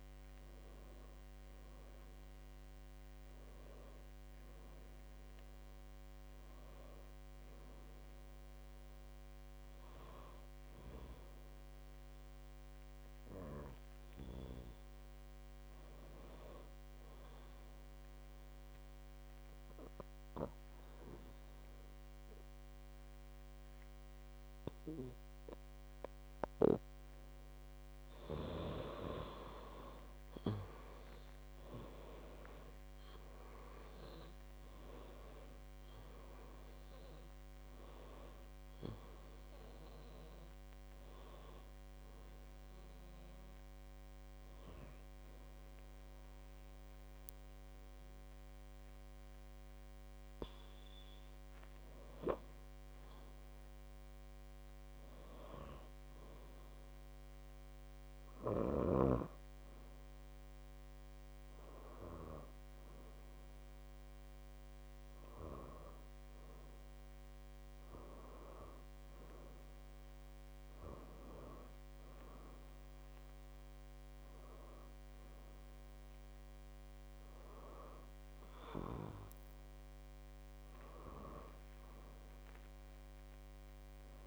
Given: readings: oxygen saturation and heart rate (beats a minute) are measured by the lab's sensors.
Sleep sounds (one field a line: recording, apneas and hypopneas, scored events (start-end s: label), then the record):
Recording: breathing in sleep by a microphone on the trachea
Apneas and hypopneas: 1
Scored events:
18.50-29.00 s: mixed apnea (oxygen 97% before, 93% lowest, heart rate 60 before, 52 extreme, up 7 after)
29.00-49.00 s: oxygen desaturation (device-marked, oxygen 97% before, 93% lowest, heart rate 58 before, 52 extreme)
31.00-35.00 s: arousal
From the record:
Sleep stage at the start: N2 (light sleep)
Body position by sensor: on the back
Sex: female